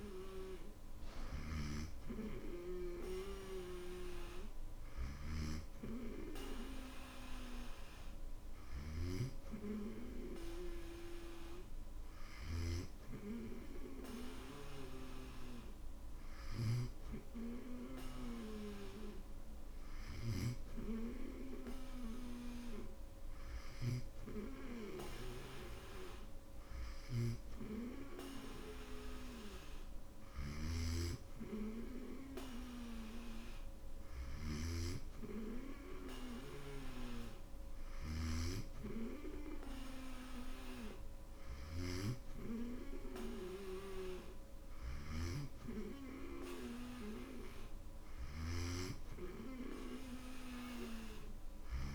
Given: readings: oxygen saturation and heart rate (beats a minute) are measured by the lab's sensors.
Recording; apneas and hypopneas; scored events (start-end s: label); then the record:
breathing in sleep by a room microphone; none
1.00-12.50 s: snoring (device-marked)
30.00-38.00 s: snoring (device-marked)
48.00-51.95 s: snoring (device-marked)
From the record:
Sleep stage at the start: N2 (light sleep); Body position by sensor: on the back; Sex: male